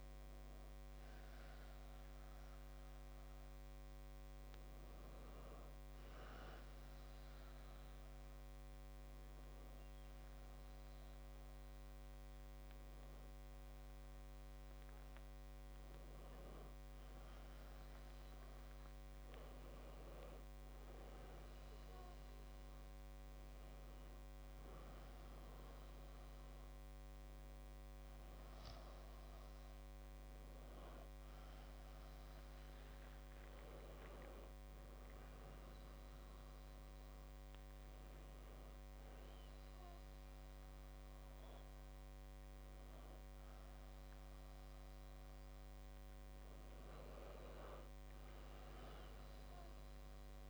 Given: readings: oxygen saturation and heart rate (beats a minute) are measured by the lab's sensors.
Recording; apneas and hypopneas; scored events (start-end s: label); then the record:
breathing in sleep, hard to hear, by a microphone on the trachea; none
9.50-50.50 s: new sleep stage, REM sleep
19.50-23.50 s: oxygen desaturation (device-marked, oxygen 97% before, 95% lowest, heart rate 67 before, 66 extreme)
34.00-36.00 s: long interval between heartbeats (device-marked, heart rate 67 before, 77 extreme)
From the record:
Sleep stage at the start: N2 (light sleep); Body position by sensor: on the back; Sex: male